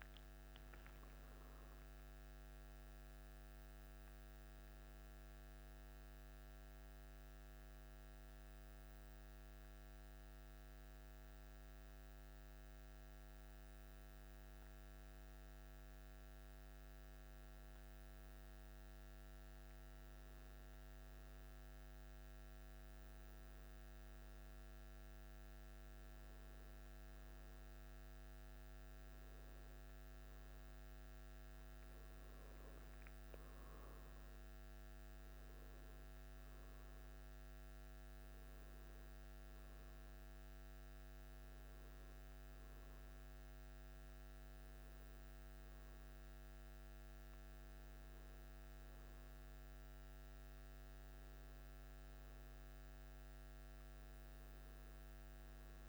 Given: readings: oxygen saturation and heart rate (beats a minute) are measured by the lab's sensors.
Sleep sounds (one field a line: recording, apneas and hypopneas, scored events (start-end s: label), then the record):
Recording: a person partly awake in a sleep study, hard to hear, by a microphone on the trachea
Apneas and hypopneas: none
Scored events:
6.50-55.89 s: new sleep stage, N1 (lightest sleep)
From the record:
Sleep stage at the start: awake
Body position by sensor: on the back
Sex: male